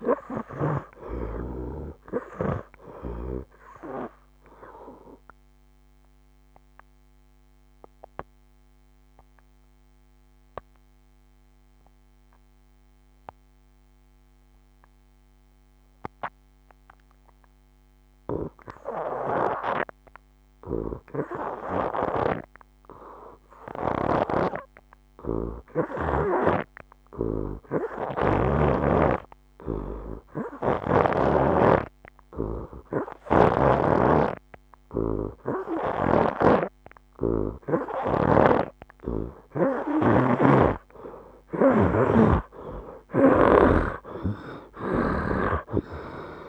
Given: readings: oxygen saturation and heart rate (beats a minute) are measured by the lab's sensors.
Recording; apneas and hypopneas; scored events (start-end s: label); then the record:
breathing in sleep by a microphone on the trachea; 1
0.00-16.50 s: oxygen desaturation (device-marked, oxygen 80% lowest, heart rate 67 extreme)
4.50-38.50 s: obstructive apnea (oxygen 98% before, 80% lowest, heart rate 77 before, 67 extreme, up 9 after)
28.50-46.49 s: oxygen desaturation (device-marked, oxygen 98% before, 81% lowest, heart rate 68 before, 67 extreme)
33.00-46.49 s: snoring (device-marked)
41.50-46.00 s: arousal
From the record:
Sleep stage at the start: N2 (light sleep); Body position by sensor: on the right side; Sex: male